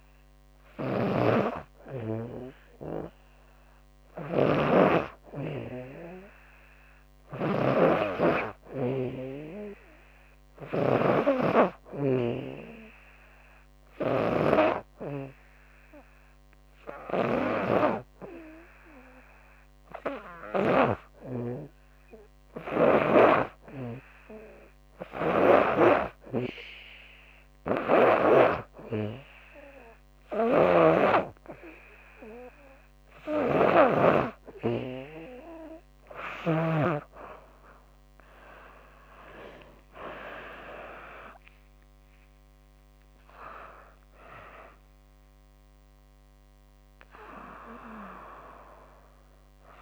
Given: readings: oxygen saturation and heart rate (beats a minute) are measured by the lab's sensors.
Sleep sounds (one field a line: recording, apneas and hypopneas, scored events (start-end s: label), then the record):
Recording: breathing in sleep by a microphone on the trachea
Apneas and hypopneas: 1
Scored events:
0.00-33.50 s: snoring (device-marked)
11.50-31.00 s: obstructive apnea (oxygen 97% before, 95% lowest, heart rate 82 before, 81 extreme, up 7 after)
33.50-37.00 s: arousal
From the record:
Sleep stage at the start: N2 (light sleep)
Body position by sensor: on the back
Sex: female